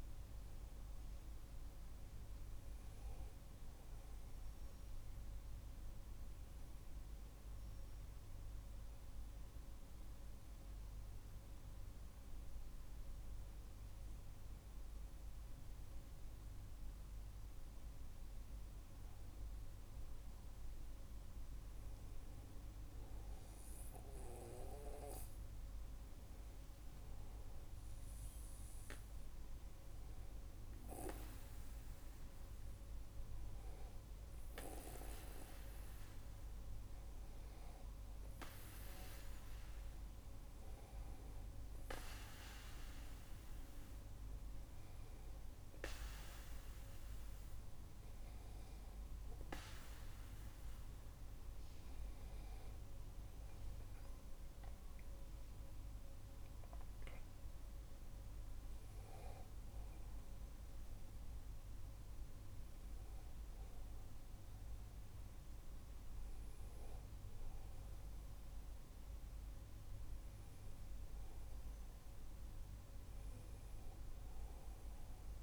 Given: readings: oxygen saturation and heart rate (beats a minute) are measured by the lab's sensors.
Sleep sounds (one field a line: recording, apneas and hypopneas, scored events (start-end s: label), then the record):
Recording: breathing in sleep by a room microphone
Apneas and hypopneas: 1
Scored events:
6.00-19.50 s: hypopnea (oxygen 98% before, 96% lowest, heart rate 52 before, 46 extreme, up 16 after)
22.00-27.00 s: arousal
From the record:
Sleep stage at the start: N2 (light sleep)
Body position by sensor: on the back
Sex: male